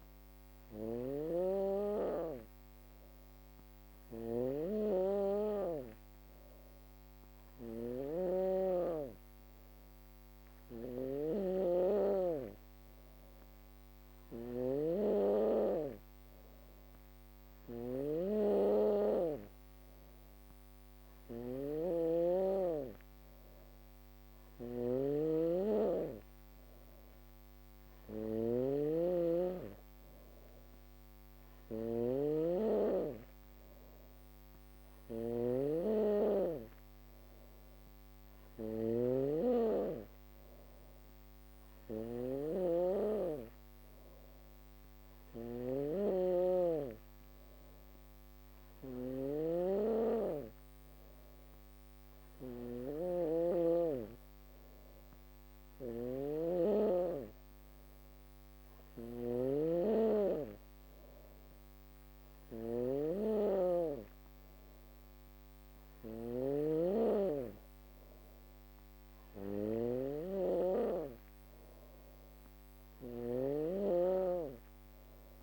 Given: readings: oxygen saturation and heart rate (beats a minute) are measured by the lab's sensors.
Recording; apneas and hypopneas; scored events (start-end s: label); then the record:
breathing in sleep by a microphone on the trachea; none
0.00-75.43 s: snoring (device-marked)
From the record:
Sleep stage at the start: N2 (light sleep); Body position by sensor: on the back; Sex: female